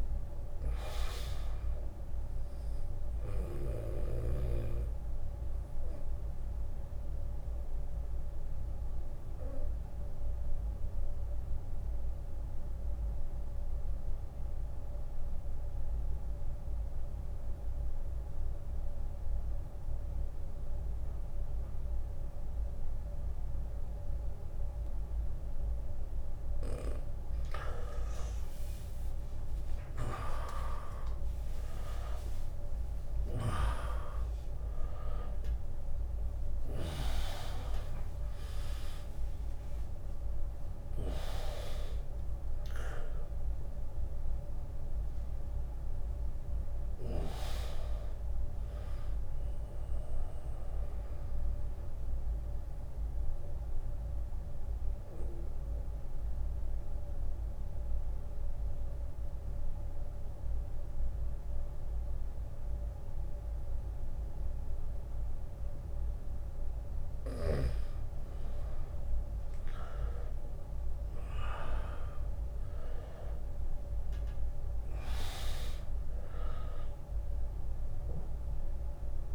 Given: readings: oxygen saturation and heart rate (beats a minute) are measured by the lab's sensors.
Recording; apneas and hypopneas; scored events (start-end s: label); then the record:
breathing in sleep by a room microphone; 2
0.00-1.50 s: drop in pulse transit time (device-marked, heart rate 80 extreme)
0.00-18.50 s: oxygen desaturation (device-marked, oxygen 94% lowest, heart rate 59 extreme)
3.50-25.00 s: obstructive apnea (oxygen 100% before, 91% lowest, heart rate 79 before, 59 extreme, up 33 after)
10.00-12.00 s: long interval between heartbeats (device-marked, heart rate 79 before, 59 extreme)
27.50-32.50 s: arousal
28.50-33.50 s: tachycardia (device-marked, heart rate 77 before, 108 extreme)
30.50-43.50 s: drop in pulse transit time (device-marked, heart rate 77 before, 86 extreme)
31.00-33.00 s: long interval between heartbeats (device-marked, heart rate 77 before, 97 extreme)
32.50-58.50 s: oxygen desaturation (device-marked, oxygen 100% before, 91% lowest, heart rate 81 before, 68 extreme)
49.50-66.00 s: mixed apnea (oxygen 100% before, 91% lowest, heart rate 92 before, 68 extreme, up 17 after)
69.50-74.00 s: arousal
75.50-79.35 s: oxygen desaturation (device-marked, oxygen 100% before, 95% lowest, heart rate 79 before, 70 extreme)
From the record:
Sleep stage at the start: N2 (light sleep); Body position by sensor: on the right side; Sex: male